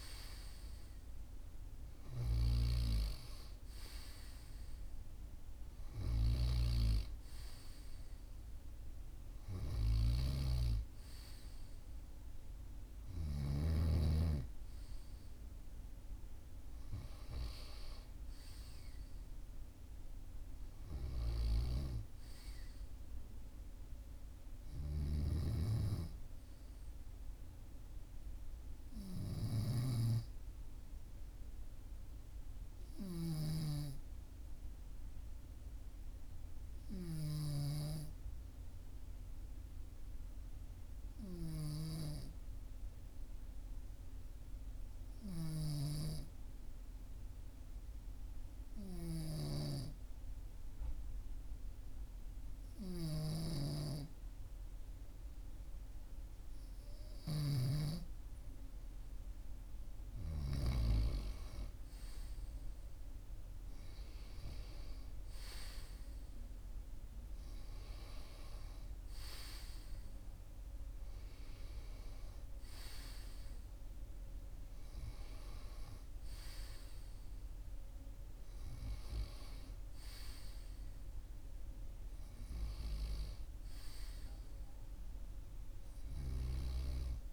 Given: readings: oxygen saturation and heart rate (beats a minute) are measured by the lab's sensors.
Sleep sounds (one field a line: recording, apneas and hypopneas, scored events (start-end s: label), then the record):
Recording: breathing in sleep by a room microphone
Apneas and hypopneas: 1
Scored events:
0.00-2.00 s: oxygen desaturation (device-marked, oxygen 94% lowest, heart rate 45 extreme)
2.00-13.50 s: snoring (device-marked)
34.00-59.00 s: hypopnea (oxygen 98% before, 95% lowest, heart rate 46 before, 42 extreme, up 1 after)
53.00-57.50 s: snoring (device-marked)
62.00-66.50 s: arousal
From the record:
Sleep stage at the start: N2 (light sleep)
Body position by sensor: on the right side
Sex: male